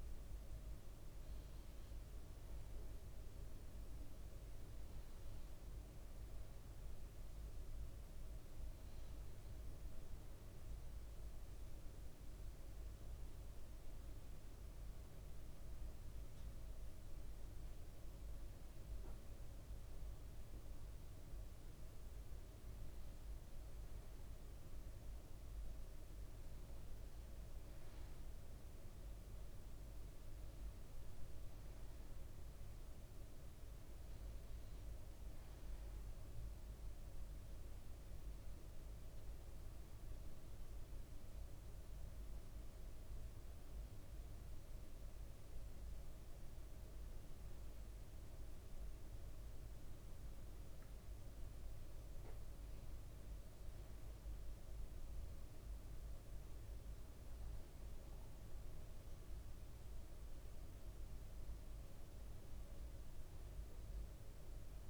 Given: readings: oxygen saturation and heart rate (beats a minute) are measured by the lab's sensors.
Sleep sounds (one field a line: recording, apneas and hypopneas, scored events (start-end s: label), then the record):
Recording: a person awake in a sleep study, hard to hear, by a room microphone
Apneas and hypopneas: none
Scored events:
0.00-6.00 s: oxygen desaturation (device-marked, oxygen 97% lowest, heart rate 59 extreme)
From the record:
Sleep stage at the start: awake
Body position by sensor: on the right side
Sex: male